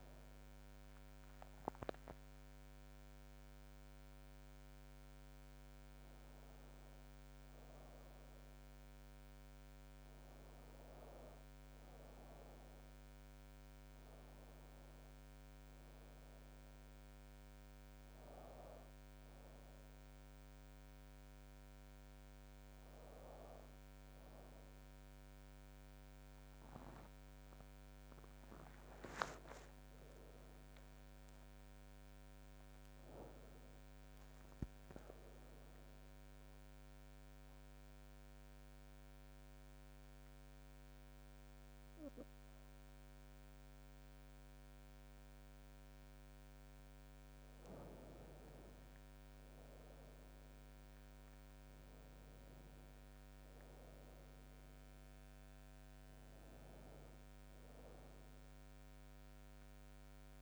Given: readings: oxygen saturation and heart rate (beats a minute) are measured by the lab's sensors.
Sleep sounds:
breathing in sleep by a microphone on the trachea; none
27.50-30.50 s: arousal
34.00-60.42 s: new sleep stage, N2 (light sleep)
From the record:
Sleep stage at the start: N1 (lightest sleep); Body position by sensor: on the back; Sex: female

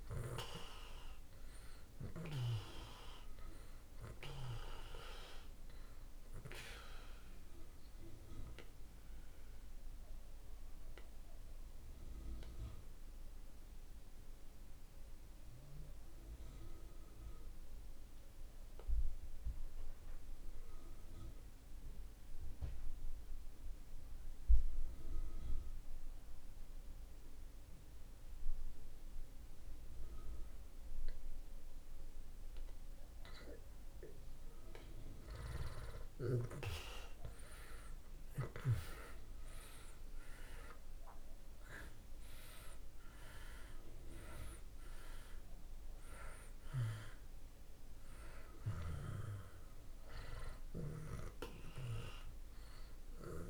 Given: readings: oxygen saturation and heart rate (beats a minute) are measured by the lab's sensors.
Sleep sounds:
breathing in sleep by a room microphone; 1
0.00-29.00 s: oxygen desaturation (device-marked, oxygen 79% lowest)
9.00-32.00 s: obstructive apnea (oxygen 98% before, 74% lowest)
35.00-39.50 s: arousal
41.00-53.50 s: oxygen desaturation (device-marked, oxygen 96% before, 74% lowest)
From the record:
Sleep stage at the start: N2 (light sleep); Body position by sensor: on the back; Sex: male

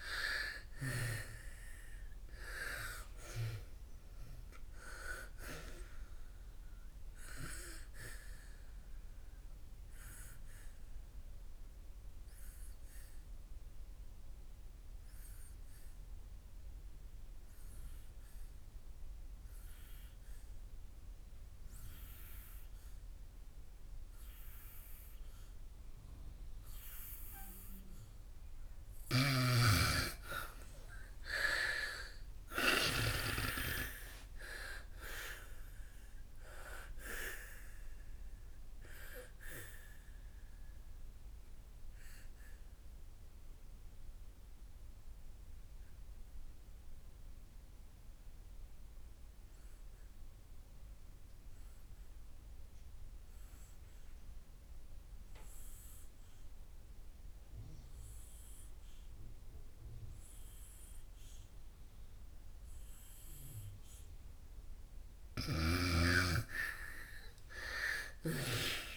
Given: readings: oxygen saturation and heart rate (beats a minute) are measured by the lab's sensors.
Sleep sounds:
breathing in sleep by a room microphone; 2
0.00-3.50 s: arousal
0.00-18.50 s: oxygen desaturation (device-marked, oxygen 91% lowest, heart rate 60 extreme)
7.50-29.00 s: obstructive apnea (oxygen 99% before, 82% lowest, heart rate 69 before, 59 extreme, up 10 after)
28.50-56.50 s: oxygen desaturation (device-marked, oxygen 97% before, 82% lowest, heart rate 68 before, 59 extreme)
29.00-33.00 s: snoring (device-marked)
31.00-34.00 s: arousal
40.50-64.50 s: obstructive apnea (oxygen 97% before, 82% lowest, heart rate 69 before, 58 extreme, up 17 after)
62.50-68.97 s: oxygen desaturation (device-marked, oxygen 98% before, 83% lowest, heart rate 63 before, 58 extreme)
65.00-68.50 s: snoring (device-marked)
67.00-68.97 s: arousal
From the record:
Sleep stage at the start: N2 (light sleep); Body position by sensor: on the back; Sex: female

